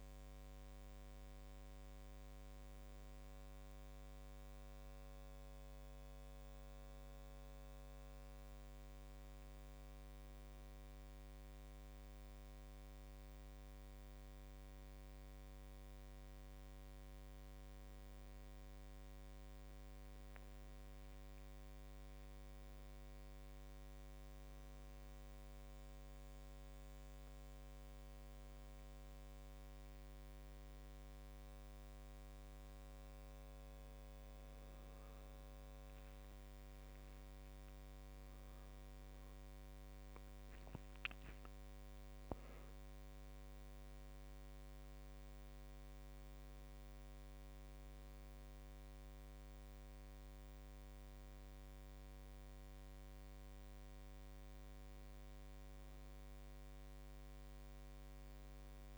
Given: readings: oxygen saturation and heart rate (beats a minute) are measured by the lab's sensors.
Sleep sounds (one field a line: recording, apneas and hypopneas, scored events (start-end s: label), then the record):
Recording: a person awake in a sleep study, hard to hear, by a microphone on the trachea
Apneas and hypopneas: none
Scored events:
none scored
From the record:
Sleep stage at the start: awake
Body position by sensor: on the right side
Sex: male